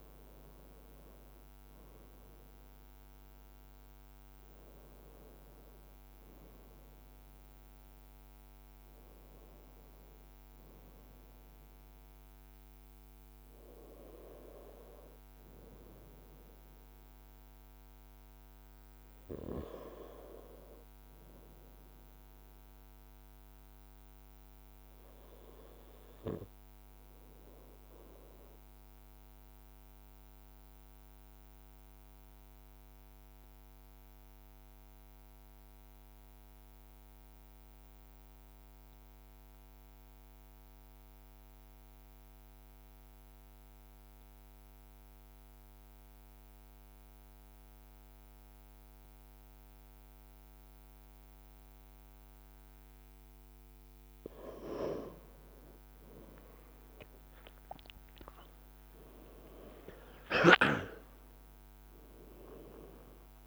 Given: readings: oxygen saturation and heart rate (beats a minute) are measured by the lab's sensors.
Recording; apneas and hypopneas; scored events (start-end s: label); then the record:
breathing in sleep by a microphone on the trachea; 1
10.50-18.00 s: leg movement (device-marked)
23.00-52.50 s: obstructive apnea (oxygen 97% before, 94% lowest, heart rate 57 before, 49 extreme, up 11 after)
39.50-41.50 s: long interval between heartbeats (device-marked, heart rate 55 before, 54 extreme)
55.00-59.50 s: arousal
56.50-63.47 s: leg movement (device-marked)
From the record:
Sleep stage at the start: N2 (light sleep); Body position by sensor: on the right side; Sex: male